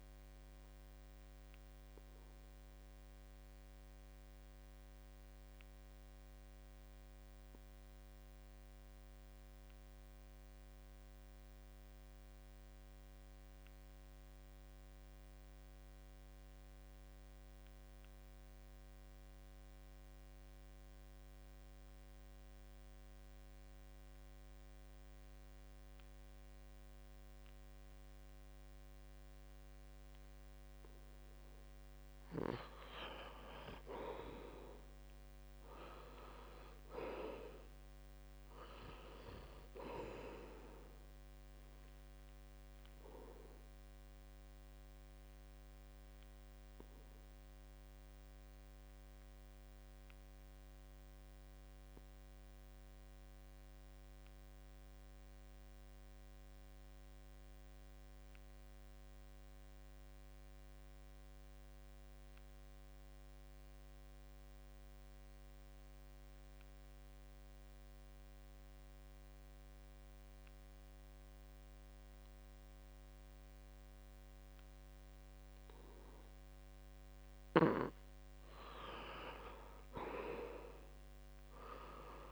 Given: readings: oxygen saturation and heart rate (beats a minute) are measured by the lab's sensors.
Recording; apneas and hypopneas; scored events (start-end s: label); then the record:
breathing in sleep by a microphone on the trachea; 2
0.00-13.50 s: oxygen desaturation (device-marked, oxygen 75% lowest, heart rate 66 extreme)
1.50-31.00 s: obstructive apnea (oxygen 93% before, 75% lowest, heart rate 75 before, 66 extreme, up 8 after)
19.50-21.50 s: long interval between heartbeats (device-marked, heart rate 68 before, 71 extreme)
22.50-60.50 s: oxygen desaturation (device-marked, oxygen 98% before, 77% lowest, heart rate 68 before, 64 extreme)
33.50-37.50 s: arousal
45.50-76.00 s: obstructive apnea (oxygen 98% before, 77% lowest, heart rate 73 before, 64 extreme, up 10 after)
50.00-52.00 s: long interval between heartbeats (device-marked, heart rate 73 before, 71 extreme)
54.00-56.00 s: long interval between heartbeats (device-marked, heart rate 72 before, 67 extreme)
59.50-61.50 s: long interval between heartbeats (device-marked, heart rate 70 before, 68 extreme)
62.00-64.00 s: long interval between heartbeats (device-marked, heart rate 70 before, 77 extreme)
65.50-82.32 s: oxygen desaturation (device-marked, oxygen 96% before, 77% lowest, heart rate 70 before, 66 extreme)
78.00-82.00 s: arousal
From the record:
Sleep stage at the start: N2 (light sleep); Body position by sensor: on the back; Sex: male